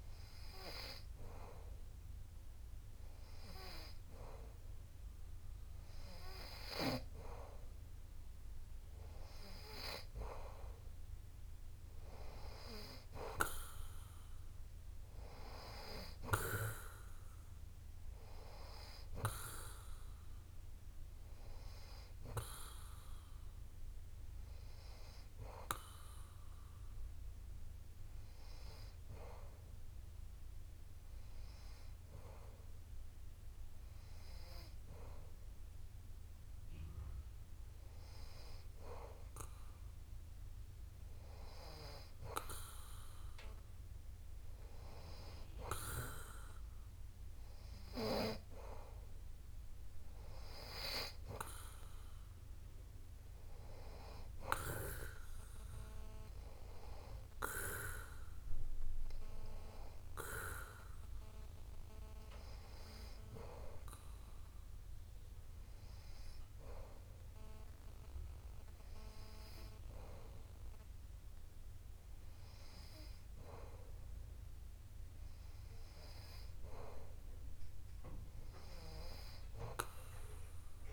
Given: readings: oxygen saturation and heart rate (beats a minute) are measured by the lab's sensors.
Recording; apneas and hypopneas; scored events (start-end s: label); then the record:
breathing in sleep by a room microphone; none
none scored
From the record:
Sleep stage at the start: N2 (light sleep); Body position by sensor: on the back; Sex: male